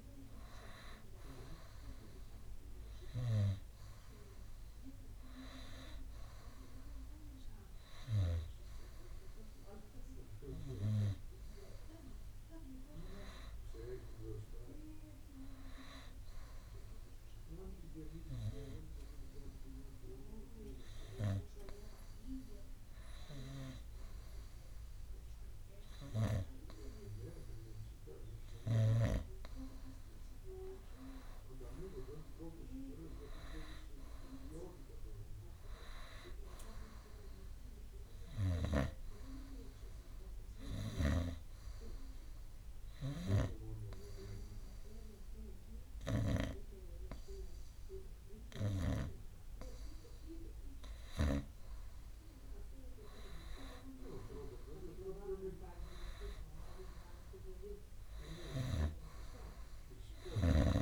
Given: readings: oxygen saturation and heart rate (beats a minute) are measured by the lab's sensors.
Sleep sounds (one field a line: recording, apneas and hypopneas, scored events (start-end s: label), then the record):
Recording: breathing in sleep by a room microphone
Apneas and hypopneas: 2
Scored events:
4.00-26.00 s: oxygen desaturation (device-marked, oxygen 95% before, 92% lowest, heart rate 60 before, 60 extreme)
12.50-15.50 s: arousal
18.00-29.50 s: hypopnea (oxygen 95% before, 92% lowest, heart rate 62 before, 60 extreme, up 4 after)
30.00-34.00 s: arousal
42.50-53.00 s: hypopnea (oxygen 95% before, 92% lowest, heart rate 62 before, 60 extreme, up 3 after)
From the record:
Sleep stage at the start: N2 (light sleep)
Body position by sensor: on the right side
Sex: male